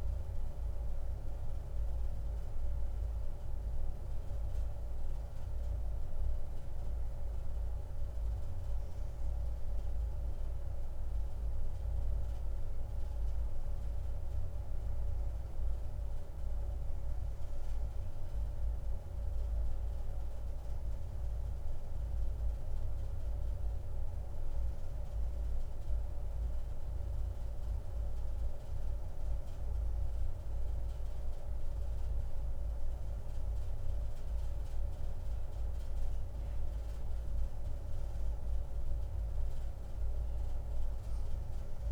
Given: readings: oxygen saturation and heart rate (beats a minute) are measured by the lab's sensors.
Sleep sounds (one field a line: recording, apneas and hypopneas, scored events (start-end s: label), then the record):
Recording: breathing in sleep, hard to hear, by a room microphone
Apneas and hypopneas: none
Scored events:
1.00-41.92 s: new sleep stage, N2 (light sleep)
From the record:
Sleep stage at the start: N1 (lightest sleep)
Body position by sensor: on the back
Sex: female